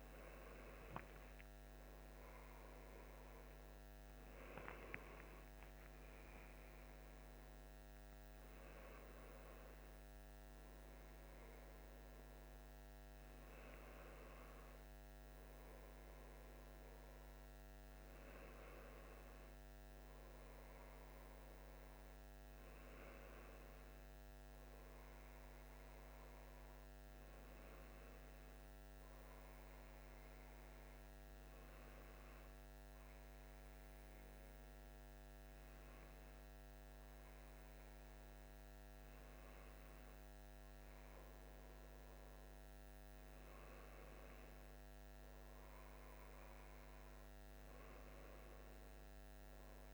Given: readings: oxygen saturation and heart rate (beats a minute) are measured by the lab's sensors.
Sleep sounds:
breathing in sleep, hard to hear, by a microphone on the trachea; none
44.50-49.94 s: new sleep stage, N2 (light sleep)
From the record:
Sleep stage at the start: N1 (lightest sleep); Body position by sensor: on the left side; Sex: male

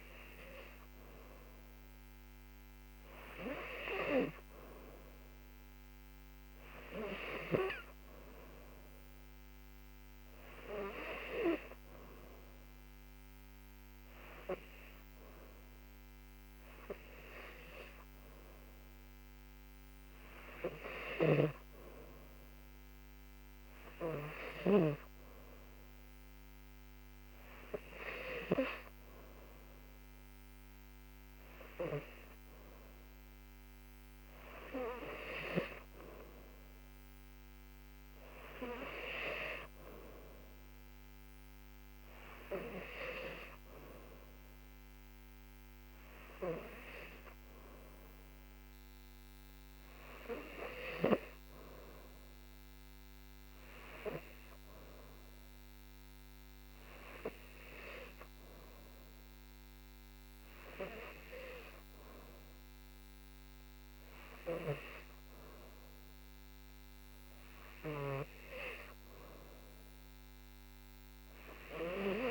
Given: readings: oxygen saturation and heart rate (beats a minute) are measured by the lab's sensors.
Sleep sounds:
breathing in sleep by a microphone on the trachea; none
none scored
From the record:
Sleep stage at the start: N3 (deep sleep); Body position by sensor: on the back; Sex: female

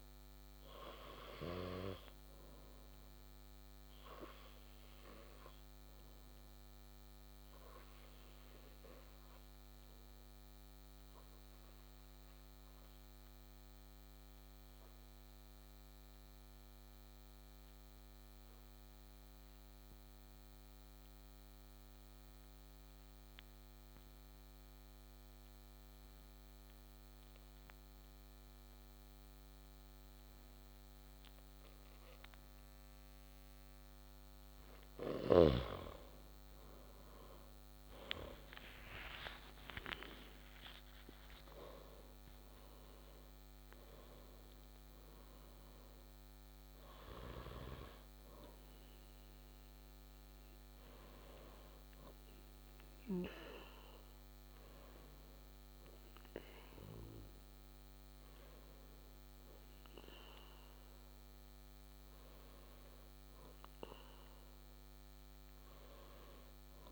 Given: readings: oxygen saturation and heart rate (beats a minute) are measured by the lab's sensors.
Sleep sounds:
breathing in sleep by a microphone on the trachea; 1
6.00-34.00 s: obstructive apnea (oxygen 98% before, 92% lowest)
34.00-50.00 s: oxygen desaturation (device-marked, oxygen 98% before, 93% lowest)
37.50-42.50 s: arousal
58.00-66.92 s: oxygen desaturation (device-marked, oxygen 95% before, 92% lowest)
From the record:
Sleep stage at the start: N2 (light sleep); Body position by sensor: on the back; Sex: male

